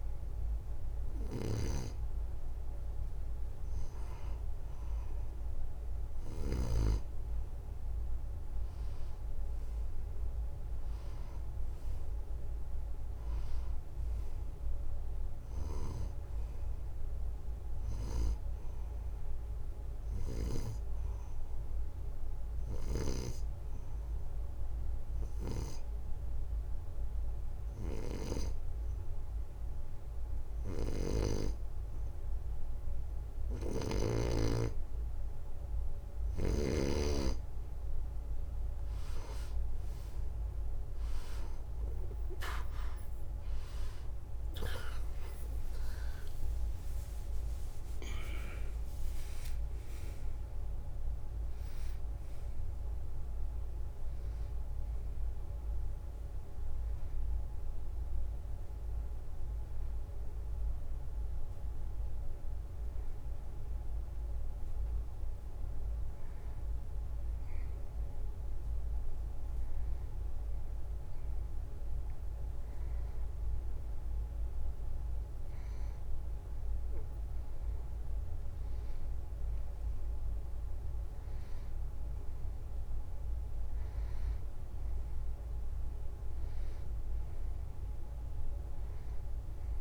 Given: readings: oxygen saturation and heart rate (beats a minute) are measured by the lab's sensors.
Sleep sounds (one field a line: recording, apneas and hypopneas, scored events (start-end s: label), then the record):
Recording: breathing in sleep by a room microphone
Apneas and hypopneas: 1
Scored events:
0.00-6.50 s: snoring (device-marked)
22.00-35.50 s: hypopnea (oxygen 93% before, 89% lowest, heart rate 74 before, 73 extreme, up 0 after)
30.50-34.00 s: snoring (device-marked)
40.50-67.50 s: oxygen desaturation (device-marked, oxygen 94% before, 89% lowest, heart rate 74 before, 75 extreme)
45.00-50.00 s: arousal
84.50-88.50 s: arousal
From the record:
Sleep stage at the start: N2 (light sleep)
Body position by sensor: on the right side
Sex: male